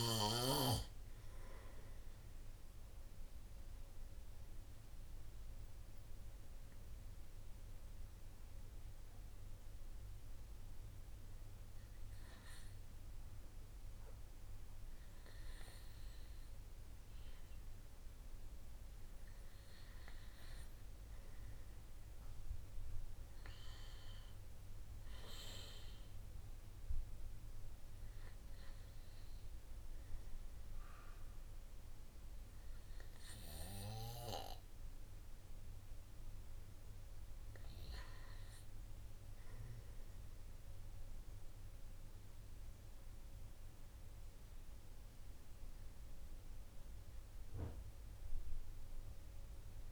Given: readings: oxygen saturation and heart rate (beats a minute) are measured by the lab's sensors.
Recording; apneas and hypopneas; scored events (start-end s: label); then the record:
breathing in sleep by a room microphone; 1
1.00-18.00 s: mixed apnea (oxygen 98% before, 94% lowest, heart rate 55 before, 52 extreme, up 4 after)
27.00-36.00 s: oxygen desaturation (device-marked, oxygen 97% before, 94% lowest, heart rate 54 before, 57 extreme)
40.00-49.92 s: new sleep stage, awake
From the record:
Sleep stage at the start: N2 (light sleep); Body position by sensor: on the right side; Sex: male